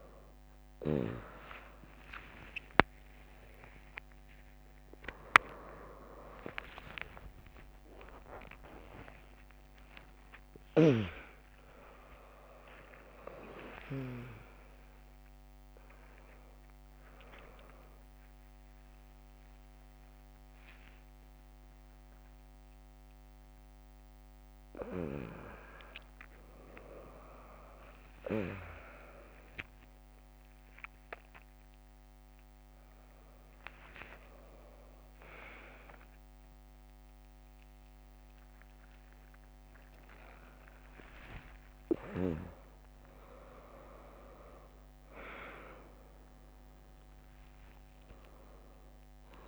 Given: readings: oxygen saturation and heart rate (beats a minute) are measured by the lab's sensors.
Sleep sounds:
a person awake in a sleep study, by a microphone on the trachea; none
1.50-3.50 s: long interval between heartbeats (device-marked, heart rate 98 before, 95 extreme)
2.50-10.50 s: tachycardia (device-marked, heart rate 75 before, 140 extreme)
5.50-7.50 s: long interval between heartbeats (device-marked, heart rate 96 before, 110 extreme)
8.50-10.50 s: long interval between heartbeats (device-marked, heart rate 97 before, 139 extreme)
24.50-37.50 s: drop in pulse transit time (device-marked, heart rate 108 before, 96 extreme)
27.50-33.50 s: tachycardia (device-marked, heart rate 77 before, 102 extreme)
From the record:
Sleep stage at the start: awake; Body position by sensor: upright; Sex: female

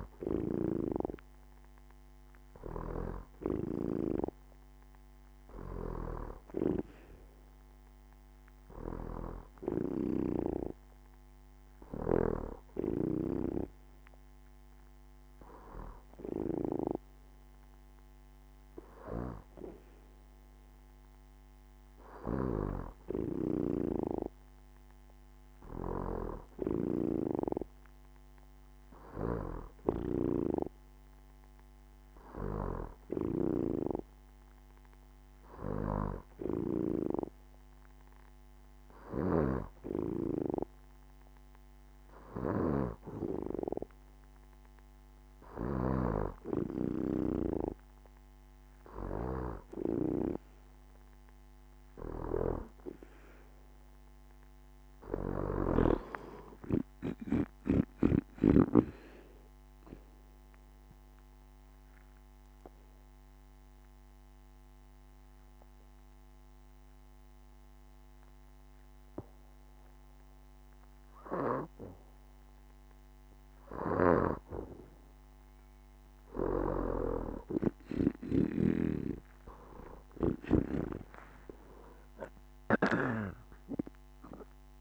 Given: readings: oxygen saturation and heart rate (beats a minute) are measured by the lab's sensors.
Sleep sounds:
breathing in sleep by a microphone on the trachea; 1
52.00-55.50 s: arousal
58.00-73.50 s: obstructive apnea (oxygen 91% before, 88% lowest, heart rate 72 before, 68 extreme, up 5 after)
78.00-81.50 s: arousal
82.50-84.81 s: oxygen desaturation (device-marked, oxygen 95% before, 88% lowest, heart rate 70 before, 69 extreme)
From the record:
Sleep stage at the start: N2 (light sleep); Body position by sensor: on the back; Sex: female

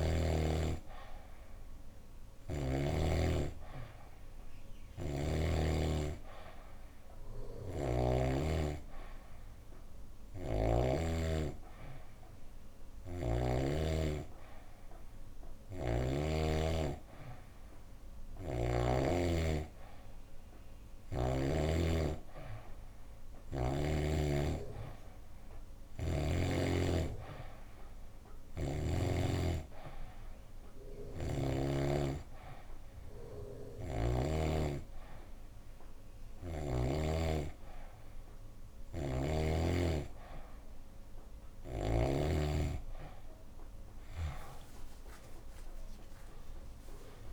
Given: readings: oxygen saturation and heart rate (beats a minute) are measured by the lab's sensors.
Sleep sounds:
breathing in sleep by a room microphone; none
0.00-2.50 s: snoring (device-marked)
4.50-8.00 s: snoring (device-marked)
12.50-16.00 s: snoring (device-marked)
28.00-31.50 s: snoring (device-marked)
38.50-42.00 s: snoring (device-marked)
From the record:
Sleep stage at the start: N2 (light sleep); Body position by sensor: on the back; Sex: female

